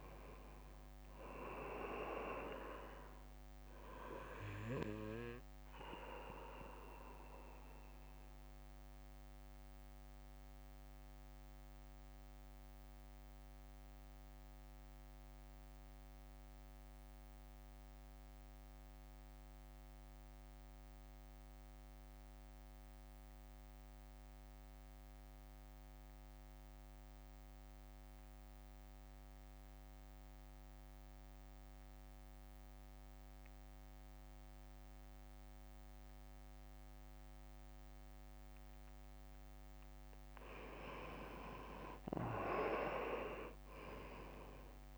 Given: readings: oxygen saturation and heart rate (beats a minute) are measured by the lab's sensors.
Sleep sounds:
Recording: breathing in sleep by a microphone on the trachea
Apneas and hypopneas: 1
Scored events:
0.00-15.50 s: drop in pulse transit time (device-marked, heart rate 55 extreme)
0.00-29.50 s: oxygen desaturation (device-marked, oxygen 80% lowest, heart rate 50 extreme)
7.50-40.50 s: mixed apnea (oxygen 96% before, 80% lowest, heart rate 55 before, 53 extreme, up 10 after)
30.50-44.98 s: new sleep stage, N2 (light sleep)
41.50-44.98 s: oxygen desaturation (device-marked, oxygen 99% before, 82% lowest, heart rate 62 before, 53 extreme)
42.50-44.98 s: arousal
From the record:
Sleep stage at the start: REM sleep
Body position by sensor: on the right side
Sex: male

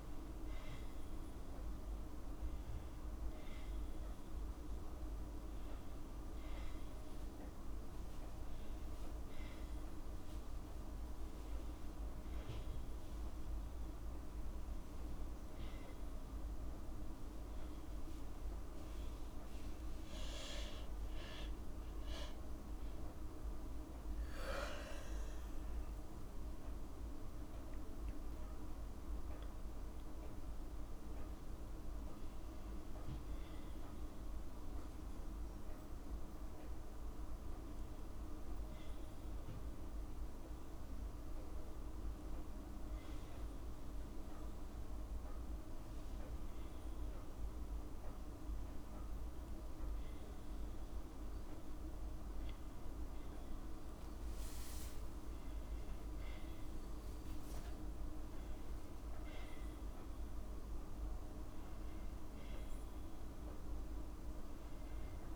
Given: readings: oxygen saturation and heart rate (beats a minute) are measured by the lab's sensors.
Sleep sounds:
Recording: a person awake in a sleep study, hard to hear, by a room microphone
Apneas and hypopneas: none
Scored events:
none scored
From the record:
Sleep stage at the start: awake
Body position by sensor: on the back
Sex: female

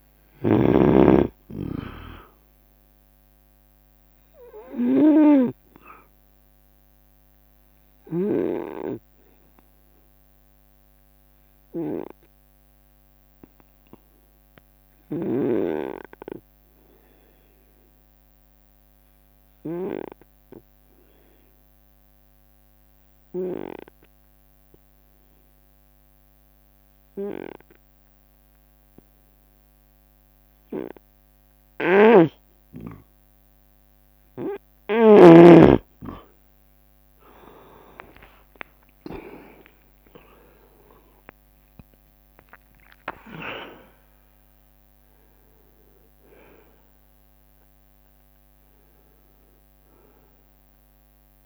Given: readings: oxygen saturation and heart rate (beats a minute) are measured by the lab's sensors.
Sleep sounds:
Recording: breathing in sleep by a microphone on the trachea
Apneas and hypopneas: 1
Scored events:
0.00-20.50 s: oxygen desaturation (device-marked, oxygen 92% lowest, heart rate 69 extreme)
7.50-31.00 s: obstructive apnea (oxygen 98% before, 88% lowest, heart rate 73 before, 69 extreme, up 11 after)
15.50-20.50 s: snoring (device-marked)
29.00-32.00 s: leg movement (device-marked)
32.50-36.00 s: snoring (device-marked)
32.50-51.46 s: oxygen desaturation (device-marked, oxygen 96% before, 88% lowest, heart rate 71 before, 66 extreme)
38.00-43.50 s: arousal
38.00-45.50 s: leg movement (device-marked)
39.00-41.00 s: long interval between heartbeats (device-marked, heart rate 72 before, 83 extreme)
39.50-51.46 s: drop in pulse transit time (device-marked, heart rate 73 before, 79 extreme)
From the record:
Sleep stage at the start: N2 (light sleep)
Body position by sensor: on the right side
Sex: male

